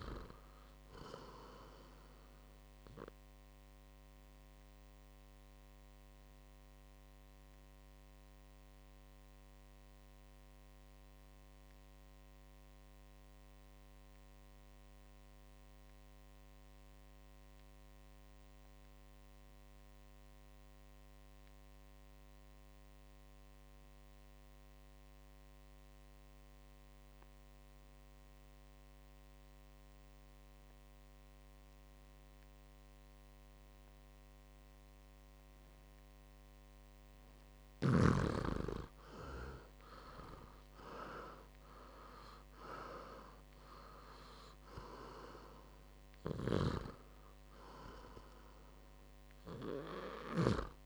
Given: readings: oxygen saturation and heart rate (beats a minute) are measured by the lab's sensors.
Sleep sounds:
breathing in sleep by a microphone on the trachea; 1
0.00-19.00 s: oxygen desaturation (device-marked, oxygen 88% lowest, heart rate 58 extreme)
4.50-36.50 s: obstructive apnea (oxygen 99% before, 88% lowest, heart rate 68 before, 55 extreme, up 8 after)
31.00-50.86 s: oxygen desaturation (device-marked, oxygen 99% before, 88% lowest, heart rate 60 before, 54 extreme)
39.00-43.00 s: arousal
From the record:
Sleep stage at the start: N2 (light sleep); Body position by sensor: on the back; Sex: male

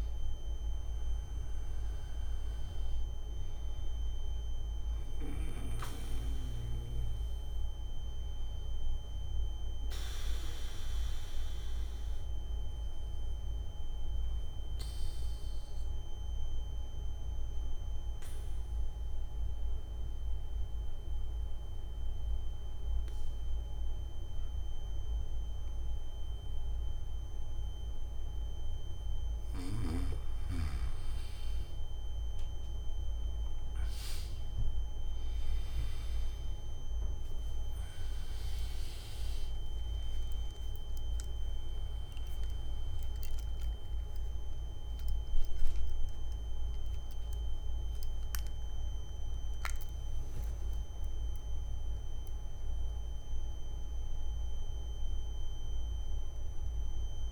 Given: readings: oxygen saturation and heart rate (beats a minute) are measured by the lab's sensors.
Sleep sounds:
breathing in sleep by a room microphone; 1
0.00-16.50 s: oxygen desaturation (device-marked, oxygen 93% lowest, heart rate 27 extreme)
10.00-29.00 s: mixed apnea (oxygen 97% before, 93% lowest)
37.50-57.32 s: oxygen desaturation (device-marked, oxygen 98% before, 93% lowest)
From the record:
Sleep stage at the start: N3 (deep sleep); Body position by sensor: on the back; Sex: male

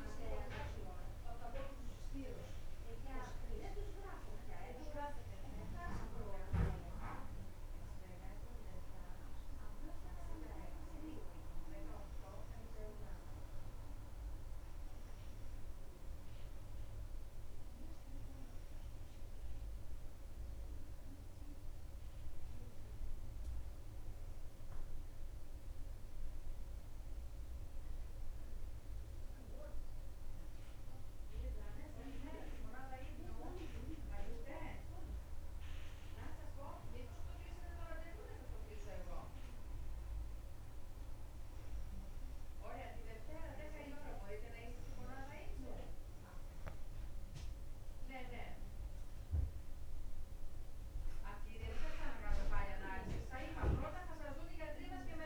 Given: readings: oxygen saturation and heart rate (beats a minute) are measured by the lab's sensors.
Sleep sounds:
breathing in sleep by a room microphone; none
none scored
From the record:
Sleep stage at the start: N2 (light sleep); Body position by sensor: on the back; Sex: female

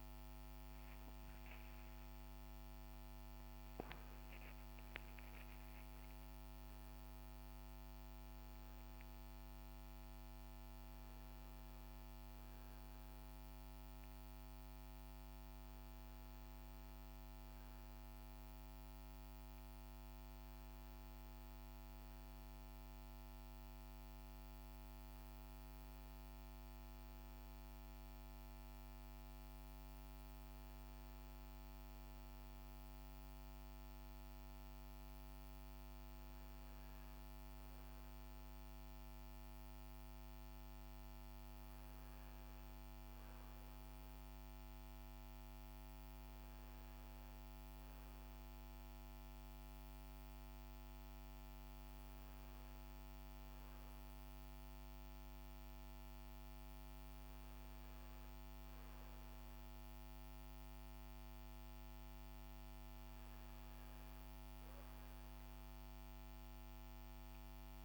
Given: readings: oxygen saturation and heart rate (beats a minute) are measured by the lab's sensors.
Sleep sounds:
breathing in sleep, hard to hear, by a microphone on the trachea; none
none scored
From the record:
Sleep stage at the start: REM sleep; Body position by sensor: on the front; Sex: male

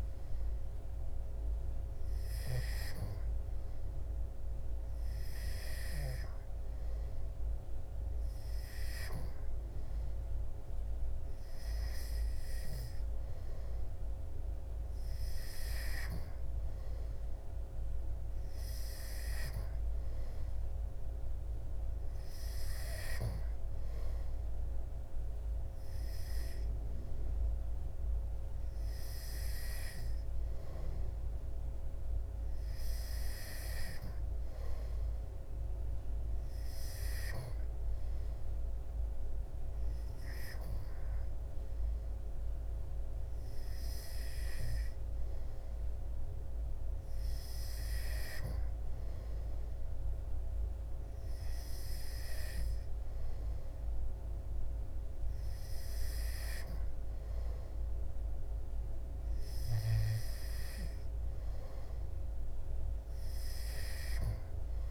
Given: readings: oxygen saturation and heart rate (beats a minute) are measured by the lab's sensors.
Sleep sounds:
breathing in sleep by a room microphone; none
none scored
From the record:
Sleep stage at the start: N2 (light sleep); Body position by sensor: on the back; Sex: male

